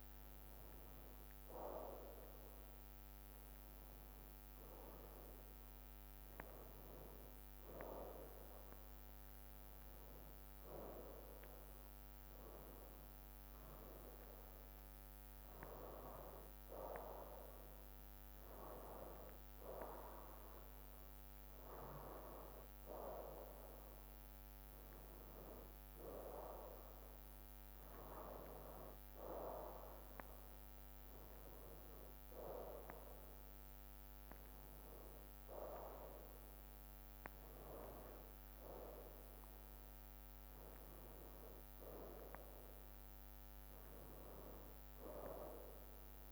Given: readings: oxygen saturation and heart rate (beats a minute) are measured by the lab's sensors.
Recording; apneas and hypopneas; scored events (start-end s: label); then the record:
breathing in sleep by a microphone on the trachea; none
none scored
From the record:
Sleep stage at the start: N2 (light sleep); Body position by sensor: on the right side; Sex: male